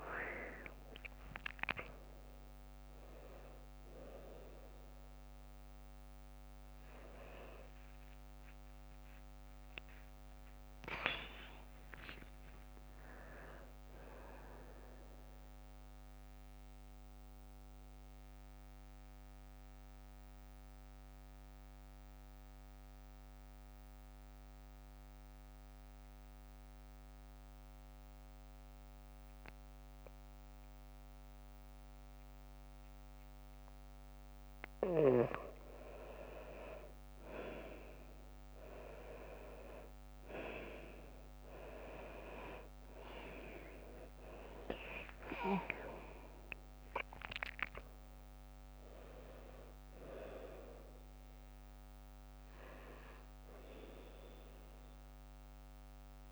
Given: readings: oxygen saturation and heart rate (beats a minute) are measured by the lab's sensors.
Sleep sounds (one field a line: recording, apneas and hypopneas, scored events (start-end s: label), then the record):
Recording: breathing in sleep by a microphone on the trachea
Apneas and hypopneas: 1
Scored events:
0.00-18.50 s: oxygen desaturation (device-marked, oxygen 92% lowest, heart rate 56 extreme)
16.50-34.50 s: mixed apnea (oxygen 98% before, 90% lowest, heart rate 67 before, 55 extreme, up 6 after)
35.50-56.31 s: oxygen desaturation (device-marked, oxygen 99% before, 90% lowest, heart rate 60 before, 53 extreme)
40.00-45.00 s: arousal
From the record:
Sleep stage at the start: N2 (light sleep)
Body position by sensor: on the right side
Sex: female